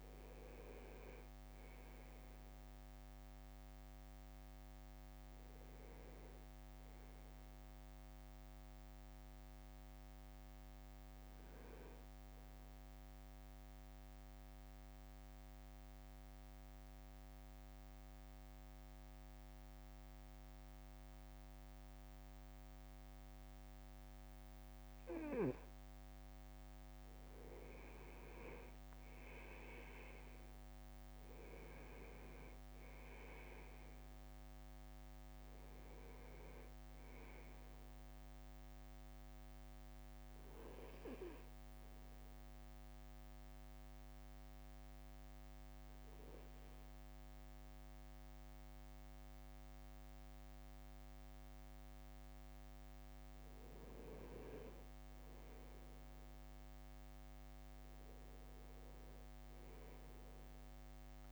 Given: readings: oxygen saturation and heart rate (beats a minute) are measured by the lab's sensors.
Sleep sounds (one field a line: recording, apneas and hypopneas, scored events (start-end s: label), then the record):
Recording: breathing in sleep, hard to hear, by a microphone on the trachea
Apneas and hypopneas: 2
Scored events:
0.00-6.50 s: drop in pulse transit time (device-marked, heart rate 58 extreme)
13.00-25.50 s: central apnea (oxygen 99% before, 96% lowest, heart rate 59 before, 53 extreme, up 5 after)
26.50-28.00 s: leg movement (device-marked)
28.00-32.50 s: leg movement (device-marked)
29.50-35.50 s: arousal
29.50-40.50 s: drop in pulse transit time (device-marked, heart rate 57 before, 56 extreme)
42.00-53.50 s: obstructive apnea (oxygen 100% before, 97% lowest, heart rate 58 before, 52 extreme, up 5 after)
53.00-55.50 s: leg movement (device-marked)
54.00-58.00 s: arousal
55.50-61.31 s: drop in pulse transit time (device-marked, heart rate 55 before, 53 extreme)
From the record:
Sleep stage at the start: N2 (light sleep)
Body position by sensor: on the right side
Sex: male